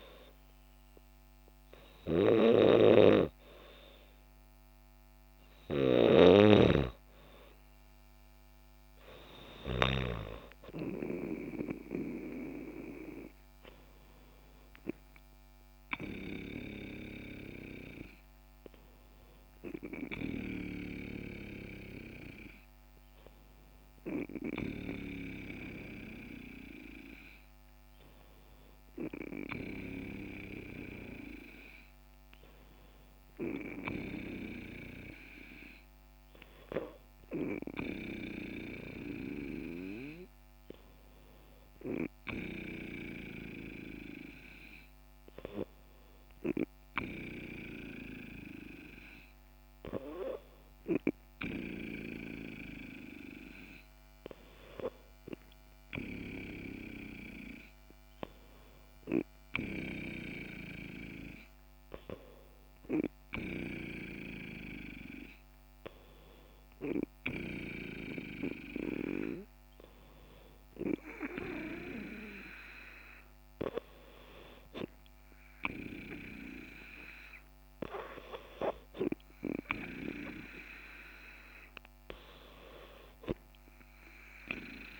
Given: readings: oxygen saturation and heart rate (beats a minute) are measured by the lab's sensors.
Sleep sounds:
breathing in sleep by a microphone on the trachea; none
3.50-84.99 s: new sleep stage, N3 (deep sleep)
From the record:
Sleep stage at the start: N2 (light sleep); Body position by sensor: on the back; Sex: female

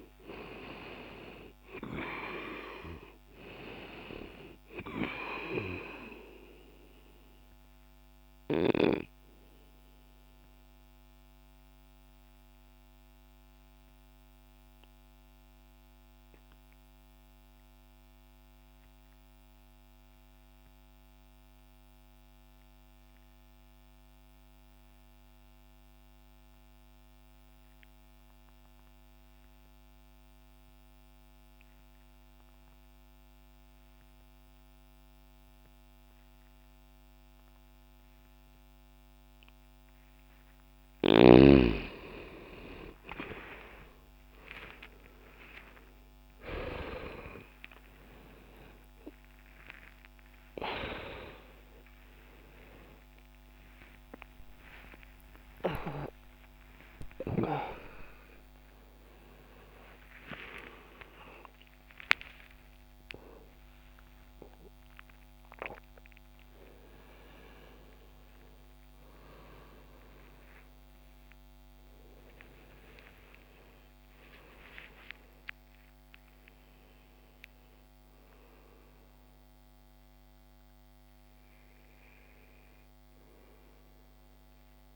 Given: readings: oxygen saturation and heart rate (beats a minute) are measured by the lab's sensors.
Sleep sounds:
a person awake in a sleep study, by a microphone on the trachea; 1
0.00-13.50 s: oxygen desaturation (device-marked, oxygen 90% lowest, heart rate 60 extreme)
8.50-39.00 s: obstructive apnea (oxygen 98% before, 86% lowest, heart rate 67 before, 60 extreme, up 22 after)
19.50-31.50 s: oxygen desaturation (device-marked, oxygen 92% before, 86% lowest, heart rate 67 before, 60 extreme)
26.50-84.96 s: new sleep stage, awake
33.50-69.50 s: oxygen desaturation (device-marked, oxygen 98% before, 87% lowest)
40.50-46.50 s: snoring (device-marked)
From the record:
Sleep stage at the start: N2 (light sleep); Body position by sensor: on the left side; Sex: male

